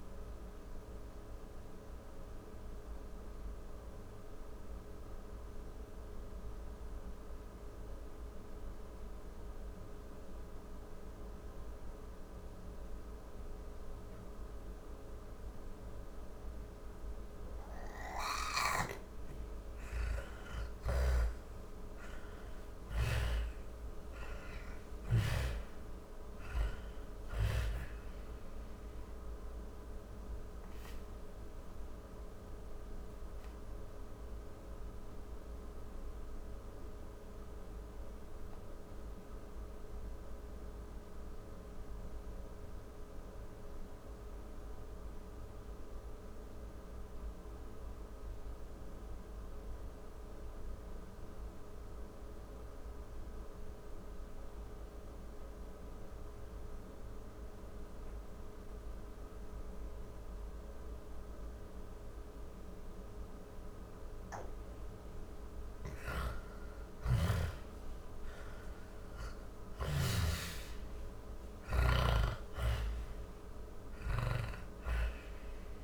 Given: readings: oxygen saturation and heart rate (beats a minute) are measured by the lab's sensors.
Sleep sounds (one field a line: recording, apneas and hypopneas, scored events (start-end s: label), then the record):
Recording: breathing in sleep by a room microphone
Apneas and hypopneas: 2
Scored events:
2.00-17.00 s: obstructive apnea (oxygen 99% before, 83% lowest, heart rate 90 before, 64 extreme)
6.50-43.50 s: oxygen desaturation (device-marked, oxygen 99% before, 83% lowest, heart rate 99 before, 54 extreme)
19.00-22.00 s: arousal
19.00-23.50 s: snoring (device-marked)
31.50-60.50 s: obstructive apnea (oxygen 97% before, 83% lowest, heart rate 95 before, 40 extreme, up 4 after)
58.50-75.83 s: oxygen desaturation (device-marked, oxygen 98% before, 91% lowest, heart rate 67 before, 40 extreme)
64.00-69.50 s: arousal
From the record:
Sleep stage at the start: N2 (light sleep)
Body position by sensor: on the back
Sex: female